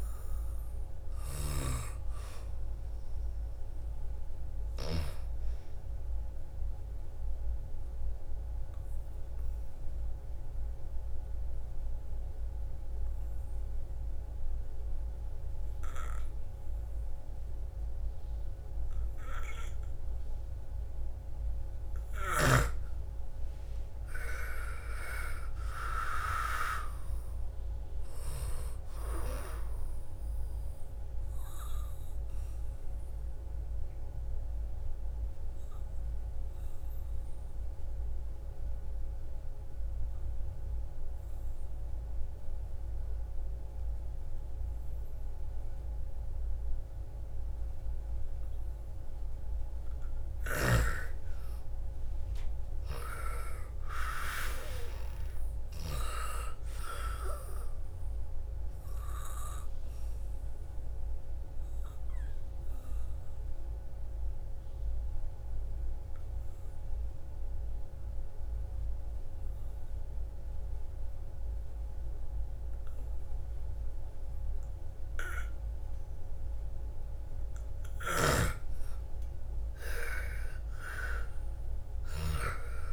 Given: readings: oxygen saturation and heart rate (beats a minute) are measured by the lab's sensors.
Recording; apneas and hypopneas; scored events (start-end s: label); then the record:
breathing in sleep by a room microphone; 3
0.00-14.50 s: oxygen desaturation (device-marked, oxygen 93% lowest, heart rate 56 extreme)
0.50-4.50 s: snoring (device-marked)
6.50-21.50 s: obstructive apnea (oxygen 99% before, 86% lowest, heart rate 60 before, 53 extreme, up 9 after)
23.50-27.00 s: arousal
27.50-48.50 s: oxygen desaturation (device-marked, oxygen 97% before, 86% lowest, heart rate 58 before, 53 extreme)
30.50-50.00 s: obstructive apnea (oxygen 98% before, 85% lowest, heart rate 59 before, 53 extreme, up 12 after)
50.00-55.50 s: snoring (device-marked)
50.50-54.00 s: arousal
57.50-69.50 s: oxygen desaturation (device-marked, oxygen 99% before, 87% lowest, heart rate 57 before, 54 extreme)
59.00-76.00 s: obstructive apnea (oxygen 99% before, 85% lowest, heart rate 58 before, 54 extreme, up 12 after)
77.50-82.93 s: oxygen desaturation (device-marked, oxygen 98% before, 85% lowest, heart rate 60 before, 54 extreme)
77.50-82.93 s: snoring (device-marked)
78.50-82.50 s: arousal
From the record:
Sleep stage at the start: N2 (light sleep); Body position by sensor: on the back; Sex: female